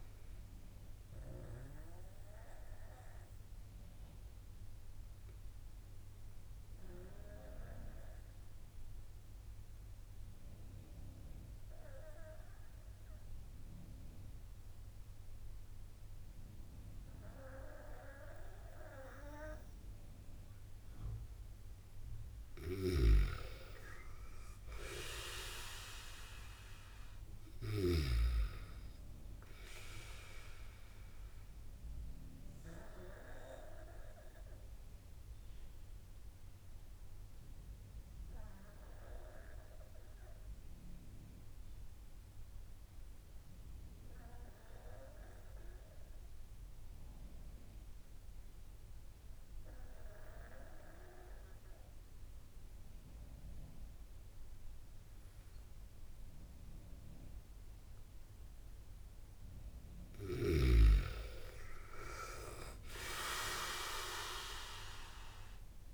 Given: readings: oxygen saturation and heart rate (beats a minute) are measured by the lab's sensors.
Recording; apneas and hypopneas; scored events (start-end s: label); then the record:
breathing in sleep by a room microphone; 2
0.00-12.50 s: oxygen desaturation (device-marked, oxygen 91% lowest)
1.50-21.00 s: obstructive apnea (oxygen 98% before, 91% lowest)
23.00-28.50 s: snoring (device-marked)
24.50-28.50 s: arousal
34.00-58.50 s: obstructive apnea (oxygen 97% before, 92% lowest)
42.50-65.94 s: new sleep stage, N1 (lightest sleep)
57.50-65.94 s: oxygen desaturation (device-marked, oxygen 97% before, 92% lowest)
61.50-64.50 s: arousal
From the record:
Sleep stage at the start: N2 (light sleep); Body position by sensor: on the back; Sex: male